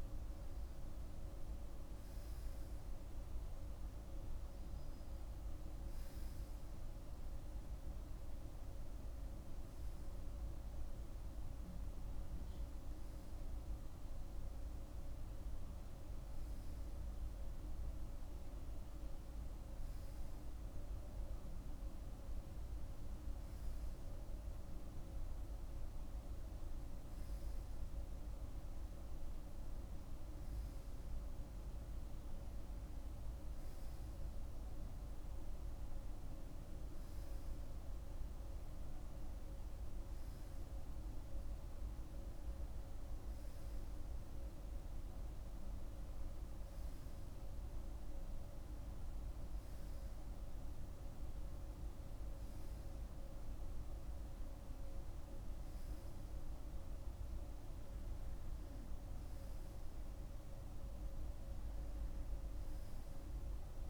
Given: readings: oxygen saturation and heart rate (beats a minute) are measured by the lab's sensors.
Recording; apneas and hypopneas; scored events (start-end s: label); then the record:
breathing in sleep, hard to hear, by a room microphone; none
none scored
From the record:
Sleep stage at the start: REM sleep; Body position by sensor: on the right side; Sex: male